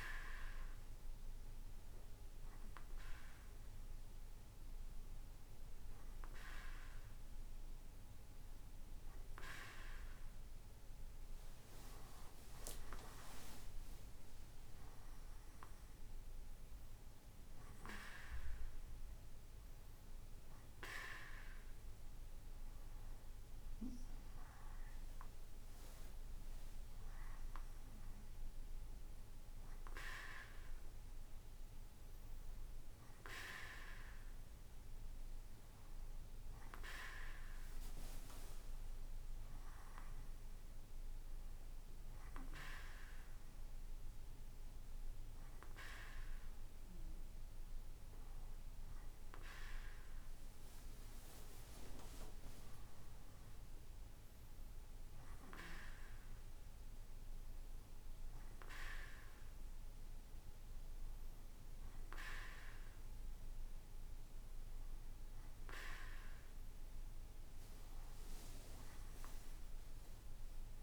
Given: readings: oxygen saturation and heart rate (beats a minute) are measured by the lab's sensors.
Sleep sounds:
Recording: breathing in sleep by a room microphone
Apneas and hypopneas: none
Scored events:
none scored
From the record:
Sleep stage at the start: N2 (light sleep)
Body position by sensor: on the right side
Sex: male

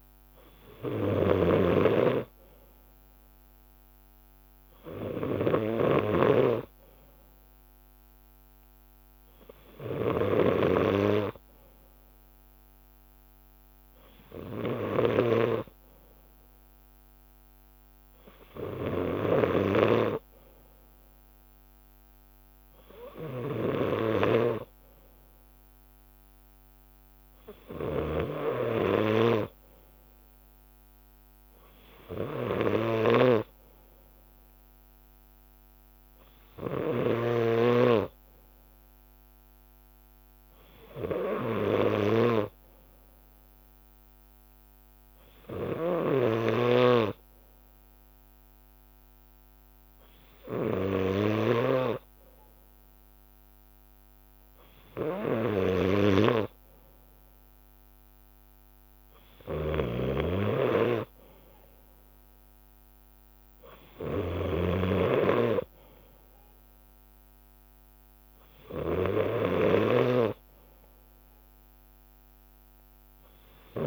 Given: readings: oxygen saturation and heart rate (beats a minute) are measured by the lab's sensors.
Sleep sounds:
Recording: breathing in sleep by a microphone on the trachea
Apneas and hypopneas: none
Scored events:
24.00-26.00 s: bradycardia (device-marked, heart rate 60 before, 61 extreme)
27.00-29.00 s: bradycardia (device-marked, heart rate 60 before, 59 extreme)
59.50-65.00 s: snoring (device-marked)
69.00-72.00 s: bradycardia (device-marked, heart rate 60 before, 60 extreme)
From the record:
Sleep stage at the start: N2 (light sleep)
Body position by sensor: on the left side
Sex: male

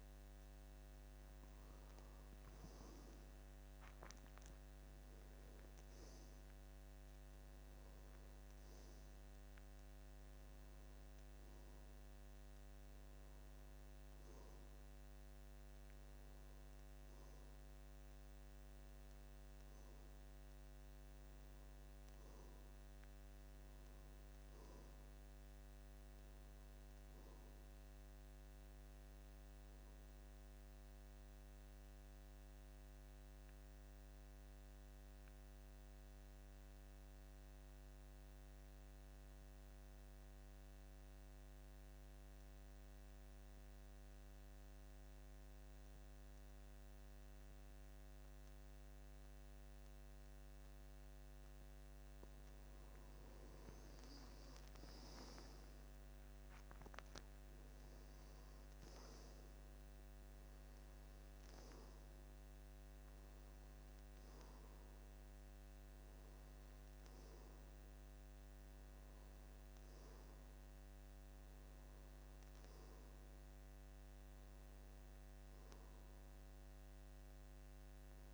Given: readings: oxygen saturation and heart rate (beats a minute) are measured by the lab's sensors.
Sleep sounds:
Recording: breathing in sleep, hard to hear, by a microphone on the trachea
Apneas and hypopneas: 1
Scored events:
0.00-3.50 s: arousal
0.00-22.00 s: oxygen desaturation (device-marked, oxygen 88% lowest, heart rate 72 extreme)
24.00-27.50 s: arousal
31.50-52.00 s: mixed apnea (oxygen 94% before, 86% lowest, heart rate 76 before, 72 extreme, up 7 after)
45.00-77.00 s: oxygen desaturation (device-marked, oxygen 94% before, 86% lowest, heart rate 74 before, 71 extreme)
54.50-57.50 s: arousal
From the record:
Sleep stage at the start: N2 (light sleep)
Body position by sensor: on the back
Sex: male

